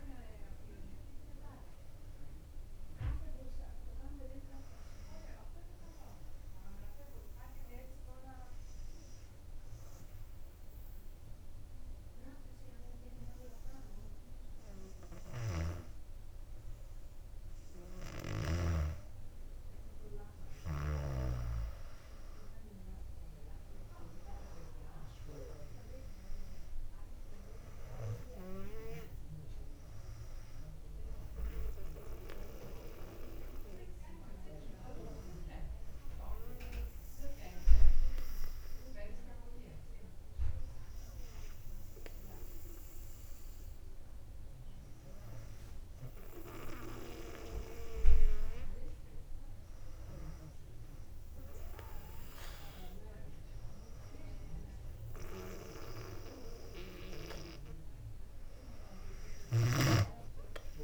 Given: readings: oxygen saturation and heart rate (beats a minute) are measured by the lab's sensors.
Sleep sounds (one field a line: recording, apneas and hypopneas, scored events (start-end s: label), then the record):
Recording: breathing in sleep by a room microphone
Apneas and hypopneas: 2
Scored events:
6.00-18.50 s: obstructive apnea (oxygen 97% before, 96% lowest, heart rate 62 before, 57 extreme, up 6 after)
20.00-23.50 s: arousal
39.50-42.50 s: arousal
44.50-55.00 s: hypopnea (oxygen 98% before, 96% lowest, heart rate 61 before, 59 extreme, up 3 after)
From the record:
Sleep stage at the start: N2 (light sleep)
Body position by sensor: on the back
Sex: female